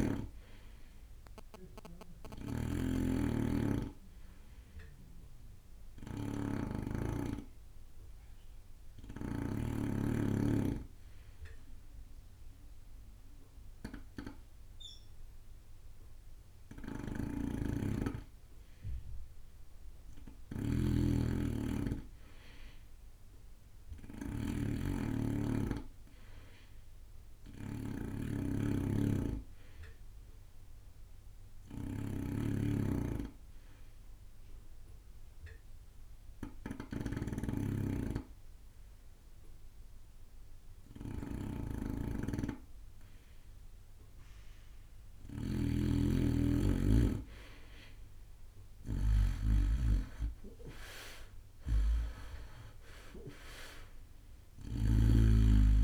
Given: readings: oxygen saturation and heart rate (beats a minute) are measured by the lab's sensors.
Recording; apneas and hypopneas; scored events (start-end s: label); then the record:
breathing in sleep by a room microphone; 2
0.00-9.50 s: snoring (device-marked)
0.00-29.50 s: bradycardia (device-marked)
4.50-17.50 s: hypopnea (oxygen 98% before, 90% lowest)
5.50-19.50 s: oxygen desaturation (device-marked, oxygen 98% before, 92% lowest)
17.00-55.84 s: snoring (device-marked)
21.00-25.00 s: arousal
34.50-45.00 s: hypopnea (oxygen 94% before, 90% lowest)
36.50-51.50 s: oxygen desaturation (device-marked, oxygen 94% before, 91% lowest)
50.50-54.50 s: arousal
51.50-53.50 s: long interval between heartbeats (device-marked)
From the record:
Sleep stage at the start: N2 (light sleep); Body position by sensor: on the right side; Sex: male